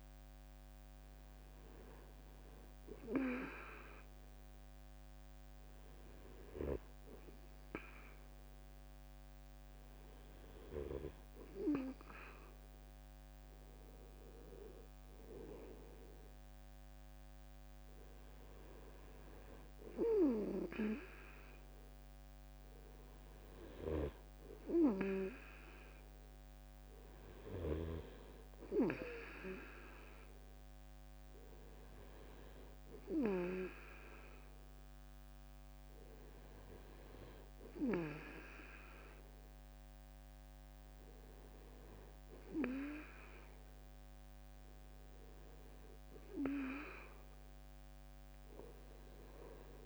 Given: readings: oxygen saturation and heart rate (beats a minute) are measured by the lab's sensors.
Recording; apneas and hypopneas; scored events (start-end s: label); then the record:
breathing in sleep by a microphone on the trachea; none
none scored
From the record:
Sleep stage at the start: N2 (light sleep); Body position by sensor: on the back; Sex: male